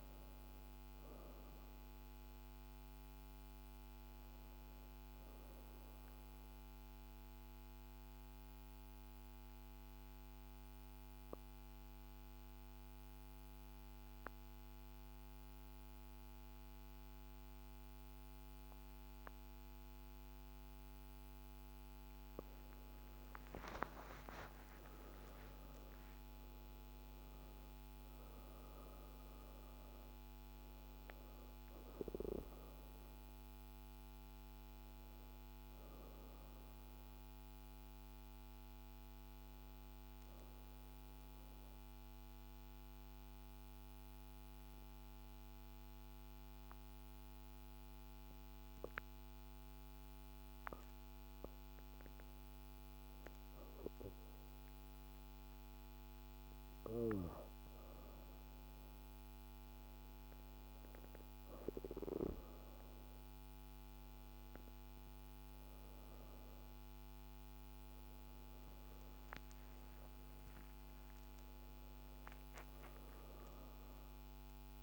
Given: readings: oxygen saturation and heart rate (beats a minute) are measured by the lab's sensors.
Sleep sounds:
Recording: breathing in sleep by a microphone on the trachea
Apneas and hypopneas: 2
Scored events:
0.00-6.50 s: oxygen desaturation (device-marked, oxygen 81% lowest, heart rate 49 extreme)
5.50-22.50 s: obstructive apnea (oxygen 98% before, 81% lowest, heart rate 80 before, 49 extreme, up 24 after)
23.50-28.00 s: arousal
23.50-44.50 s: oxygen desaturation (device-marked, oxygen 98% before, 81% lowest, heart rate 52 before, 52 extreme)
38.50-51.50 s: obstructive apnea (oxygen 98% before, 81% lowest, heart rate 60 before, 52 extreme, up 4 after)
55.00-60.00 s: arousal
57.50-74.83 s: oxygen desaturation (device-marked, oxygen 98% before, 90% lowest, heart rate 53 before, 51 extreme)
From the record:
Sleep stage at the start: N2 (light sleep)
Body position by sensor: on the back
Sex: female

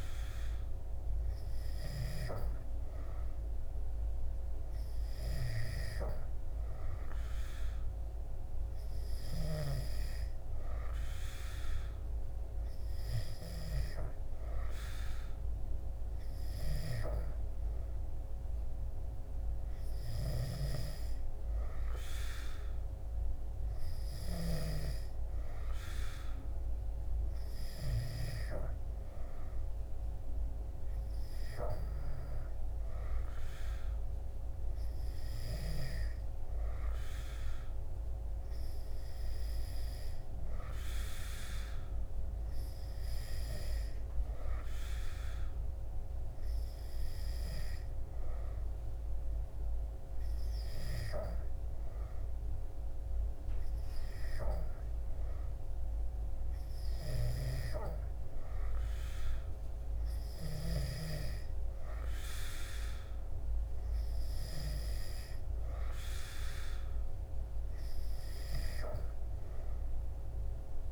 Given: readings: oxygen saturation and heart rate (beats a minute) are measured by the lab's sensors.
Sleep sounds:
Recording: breathing in sleep by a room microphone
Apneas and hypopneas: none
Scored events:
none scored
From the record:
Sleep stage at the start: N2 (light sleep)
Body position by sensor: on the back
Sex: male

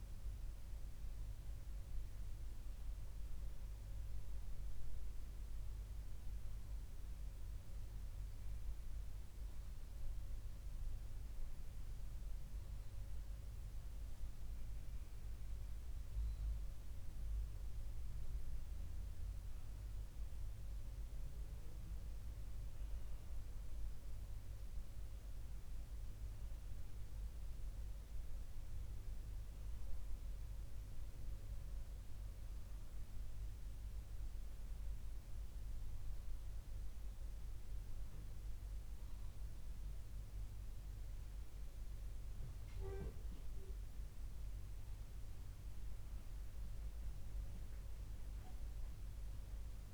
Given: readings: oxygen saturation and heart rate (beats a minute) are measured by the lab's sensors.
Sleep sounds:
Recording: breathing in sleep, hard to hear, by a room microphone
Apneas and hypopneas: none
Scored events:
none scored
From the record:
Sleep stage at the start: N2 (light sleep)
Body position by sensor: on the left side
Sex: male

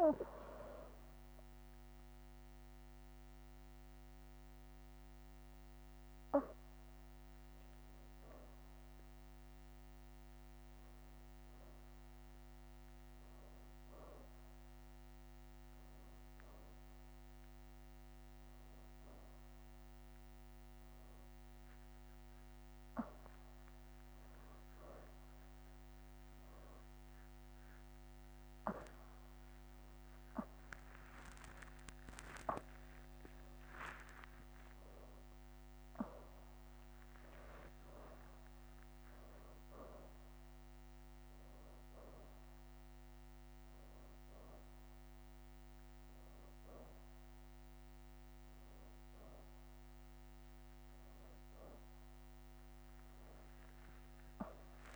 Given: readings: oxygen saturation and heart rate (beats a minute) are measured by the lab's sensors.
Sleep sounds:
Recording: breathing in sleep by a microphone on the trachea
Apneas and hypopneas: none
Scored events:
23.00-54.96 s: new sleep stage, N1 (lightest sleep)
31.00-36.50 s: arousal
36.50-38.50 s: leg movement (device-marked)
From the record:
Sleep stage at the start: N2 (light sleep)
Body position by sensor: on the back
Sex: female

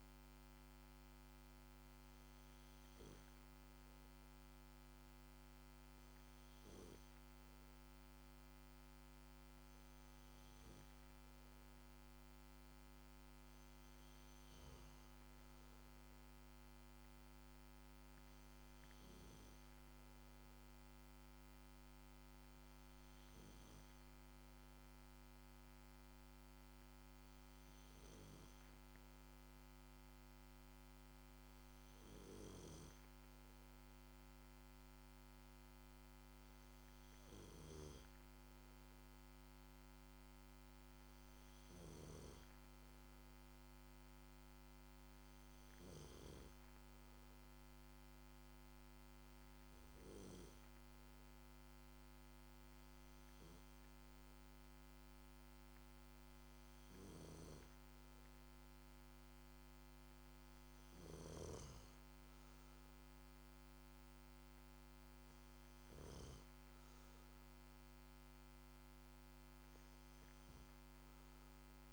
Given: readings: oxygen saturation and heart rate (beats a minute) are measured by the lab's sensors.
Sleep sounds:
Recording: breathing in sleep, hard to hear, by a microphone on the trachea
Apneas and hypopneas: none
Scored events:
none scored
From the record:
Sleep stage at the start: N2 (light sleep)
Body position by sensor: on the back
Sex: male

